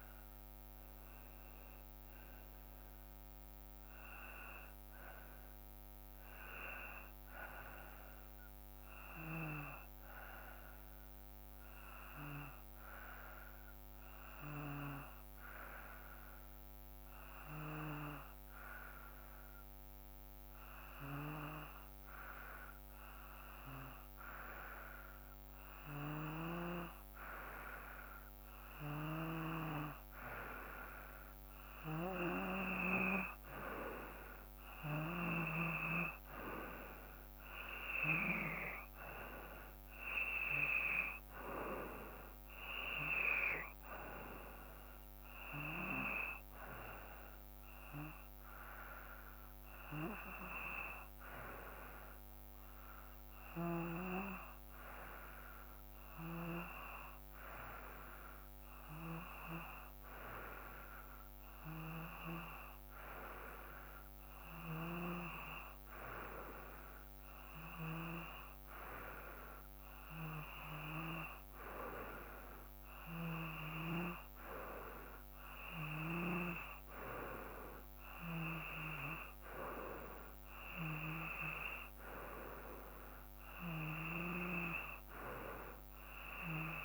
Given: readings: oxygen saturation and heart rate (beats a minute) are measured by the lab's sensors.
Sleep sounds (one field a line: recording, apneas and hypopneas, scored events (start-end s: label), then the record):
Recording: breathing in sleep by a microphone on the trachea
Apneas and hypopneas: 2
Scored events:
12.00-30.00 s: hypopnea (oxygen 95% before, 91% lowest, heart rate 58 before, 57 extreme, up 4 after)
29.50-55.50 s: oxygen desaturation (device-marked, oxygen 94% before, 91% lowest, heart rate 58 before, 56 extreme)
33.00-38.00 s: arousal
52.00-68.50 s: hypopnea (oxygen 94% before, 93% lowest, heart rate 60 before, 56 extreme, up 3 after)
71.50-75.50 s: arousal
From the record:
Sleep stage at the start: N2 (light sleep)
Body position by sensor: on the back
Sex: male